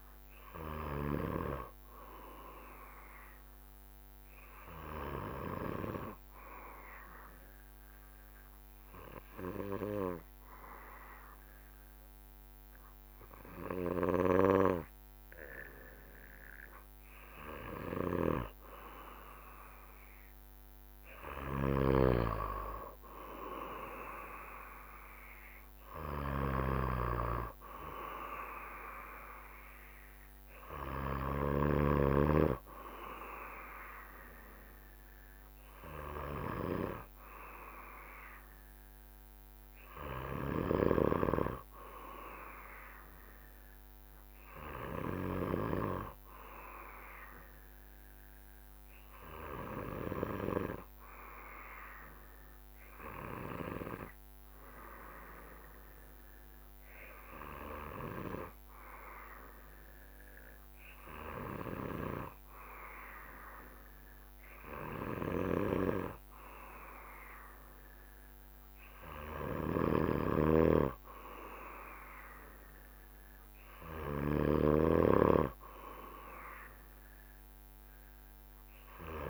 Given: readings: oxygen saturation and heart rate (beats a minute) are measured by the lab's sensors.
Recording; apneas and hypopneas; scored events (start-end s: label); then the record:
breathing in sleep by a microphone on the trachea; 2
2.50-18.50 s: obstructive apnea (oxygen 96% before, 95% lowest, heart rate 66 before, 63 extreme, up 3 after)
20.50-23.50 s: arousal
40.00-43.00 s: arousal
45.50-65.50 s: obstructive apnea (oxygen 96% before, 95% lowest, heart rate 66 before, 64 extreme, up 2 after)
50.50-52.50 s: long interval between heartbeats (device-marked, heart rate 66 before, 64 extreme)
68.00-71.50 s: arousal
70.00-75.00 s: snoring (device-marked)
From the record:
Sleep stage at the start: N2 (light sleep); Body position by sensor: on the back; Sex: male